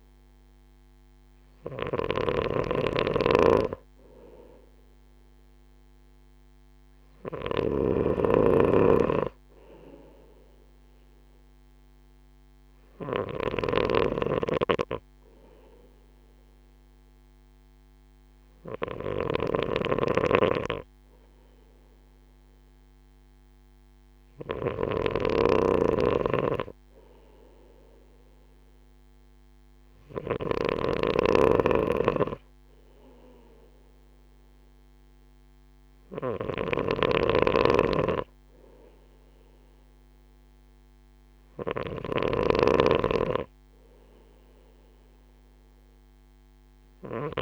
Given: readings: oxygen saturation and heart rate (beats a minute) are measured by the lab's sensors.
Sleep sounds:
breathing in sleep by a microphone on the trachea; none
0.00-30.50 s: snoring (device-marked)
36.50-47.42 s: snoring (device-marked)
From the record:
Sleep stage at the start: N2 (light sleep); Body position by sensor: on the right side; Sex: male

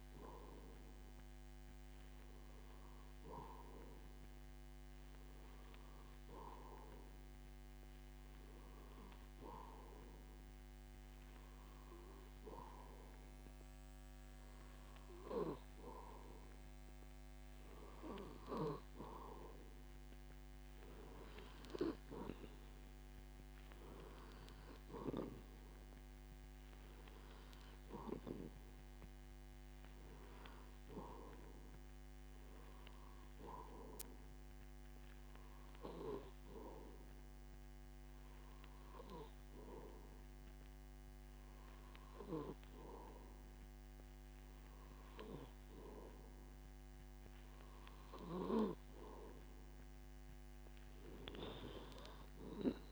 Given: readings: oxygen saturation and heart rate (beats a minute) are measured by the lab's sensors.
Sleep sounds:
breathing in sleep by a microphone on the trachea; 1
21.50-24.50 s: arousal
35.50-47.00 s: hypopnea (oxygen 94% before, 91% lowest)
49.00-52.00 s: arousal
From the record:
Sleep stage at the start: N2 (light sleep); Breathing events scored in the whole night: 292 in 6.1 hours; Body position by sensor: on the back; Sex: male

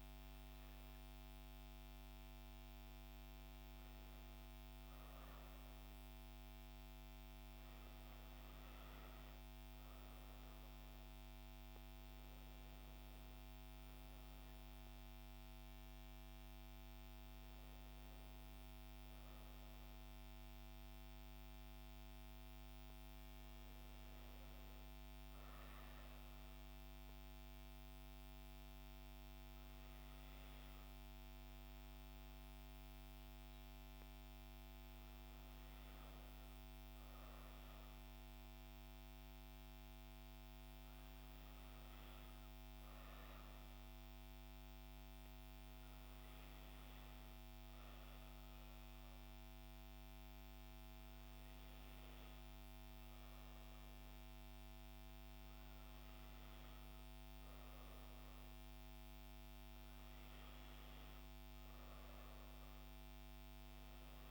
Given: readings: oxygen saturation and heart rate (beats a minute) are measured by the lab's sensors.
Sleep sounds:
breathing in sleep, hard to hear, by a microphone on the trachea; none
59.00-64.00 s: arousal
From the record:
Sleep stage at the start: N2 (light sleep); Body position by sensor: on the back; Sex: female

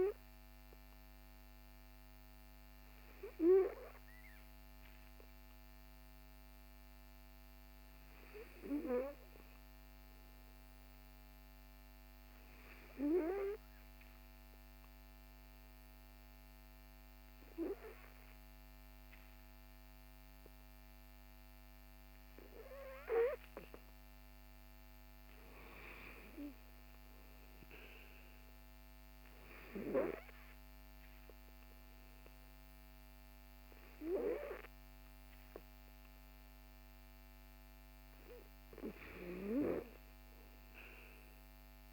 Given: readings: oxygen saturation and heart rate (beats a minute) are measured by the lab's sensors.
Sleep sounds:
breathing in sleep by a microphone on the trachea; 1
13.50-25.50 s: hypopnea (oxygen 97% before, 94% lowest, heart rate 56 before, 53 extreme, up 11 after)
30.00-34.00 s: arousal
From the record:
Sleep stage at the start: N2 (light sleep); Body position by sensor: on the back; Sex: male

